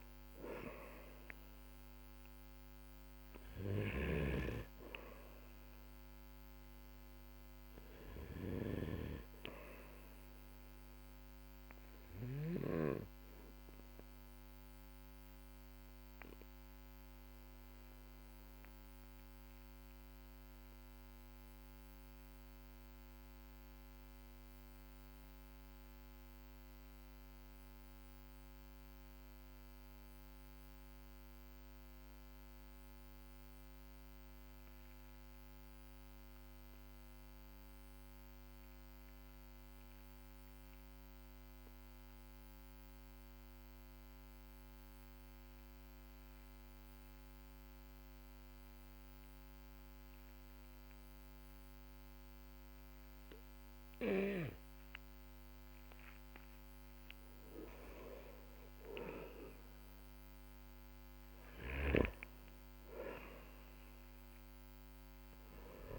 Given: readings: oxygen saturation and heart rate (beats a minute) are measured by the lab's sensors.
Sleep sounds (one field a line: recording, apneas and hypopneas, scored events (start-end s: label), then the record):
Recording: breathing in sleep by a microphone on the trachea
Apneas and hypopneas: 1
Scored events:
0.00-12.00 s: snoring (device-marked)
0.00-34.00 s: oxygen desaturation (device-marked, oxygen 93% lowest, heart rate 44 extreme)
17.50-57.00 s: obstructive apnea (oxygen 98% before, 91% lowest, heart rate 50 before, 43 extreme, up 5 after)
55.00-65.99 s: oxygen desaturation (device-marked, oxygen 98% before, 91% lowest, heart rate 52 before, 43 extreme)
58.50-62.50 s: arousal
From the record:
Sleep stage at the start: N2 (light sleep)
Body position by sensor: on the back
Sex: male